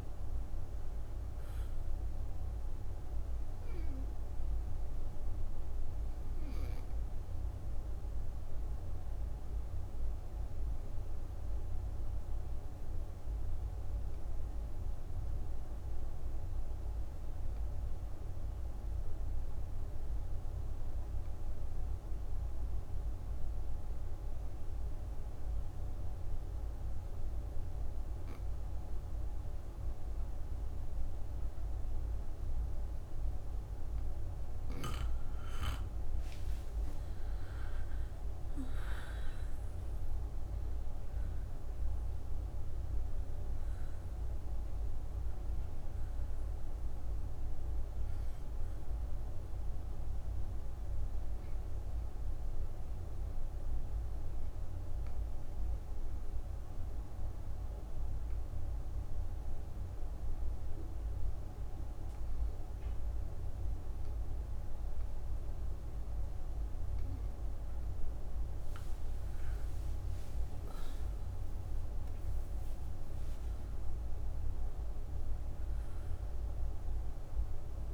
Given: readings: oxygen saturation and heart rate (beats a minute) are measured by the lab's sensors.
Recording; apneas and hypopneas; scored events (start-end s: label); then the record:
breathing in sleep, hard to hear, by a room microphone; 2
0.00-20.00 s: oxygen desaturation (device-marked, oxygen 83% lowest, heart rate 57 extreme)
4.00-33.50 s: obstructive apnea (oxygen 98% before, 81% lowest, heart rate 75 before, 57 extreme, up 16 after)
31.00-67.00 s: oxygen desaturation (device-marked, oxygen 98% before, 81% lowest, heart rate 63 before, 57 extreme)
36.50-41.00 s: arousal
49.00-67.50 s: obstructive apnea (oxygen 98% before, 81% lowest, heart rate 72 before, 57 extreme)
68.50-72.50 s: arousal
From the record:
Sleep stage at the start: N2 (light sleep); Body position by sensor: on the back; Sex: female